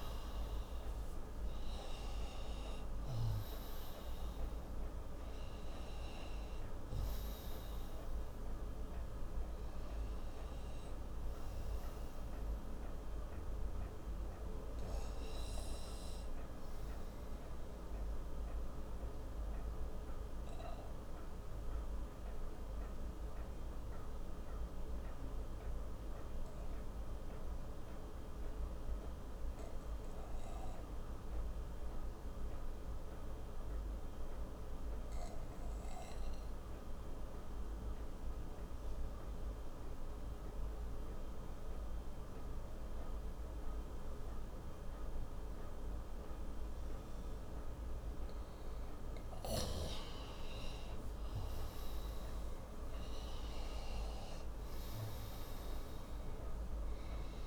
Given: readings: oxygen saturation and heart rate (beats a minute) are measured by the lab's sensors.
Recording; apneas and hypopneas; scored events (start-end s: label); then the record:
breathing in sleep, hard to hear, by a room microphone; 1
0.00-31.00 s: oxygen desaturation (device-marked, oxygen 87% lowest)
18.50-47.50 s: obstructive apnea (oxygen 95% before, 87% lowest)
47.00-57.47 s: oxygen desaturation (device-marked, oxygen 98% before, 89% lowest)
51.00-55.50 s: arousal
From the record:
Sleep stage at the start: N2 (light sleep); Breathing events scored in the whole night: 415 in 6.0 hours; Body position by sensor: on the right side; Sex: male